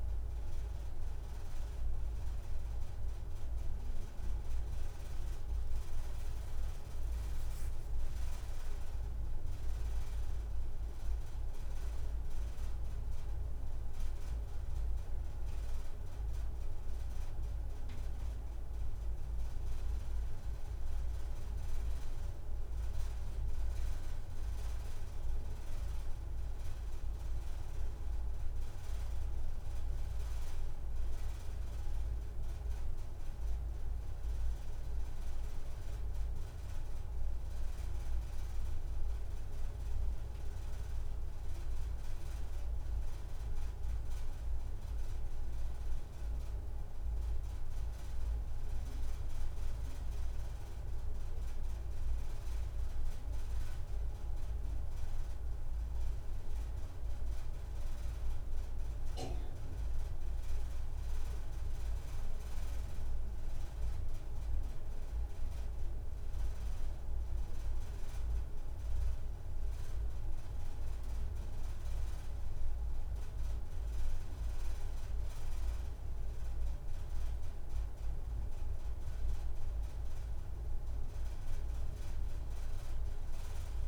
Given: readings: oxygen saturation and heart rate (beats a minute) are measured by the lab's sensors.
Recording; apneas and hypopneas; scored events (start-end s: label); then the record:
breathing in sleep, hard to hear, by a room microphone; none
8.50-12.50 s: arousal
66.00-68.00 s: long interval between heartbeats (device-marked)
From the record:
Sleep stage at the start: N2 (light sleep); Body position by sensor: on the right side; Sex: female